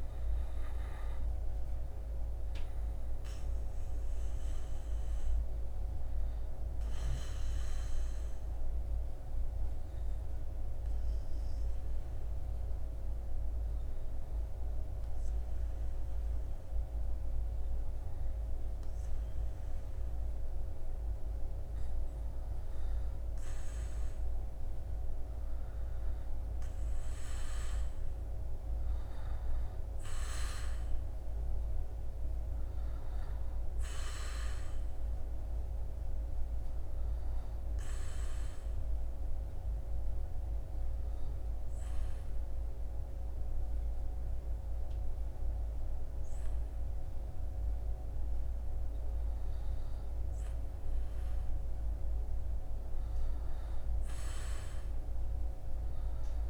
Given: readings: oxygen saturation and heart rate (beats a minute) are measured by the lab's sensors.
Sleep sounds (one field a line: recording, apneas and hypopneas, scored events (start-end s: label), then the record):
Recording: breathing in sleep, hard to hear, by a room microphone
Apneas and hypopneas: 2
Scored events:
7.50-22.00 s: obstructive apnea (oxygen 98% before, 95% lowest, heart rate 73 before, 62 extreme, up 11 after)
24.00-28.50 s: arousal
39.00-50.00 s: obstructive apnea (oxygen 98% before, 96% lowest, heart rate 70 before, 62 extreme, up 13 after)
53.00-56.50 s: arousal
From the record:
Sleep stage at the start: N2 (light sleep)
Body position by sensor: on the back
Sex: male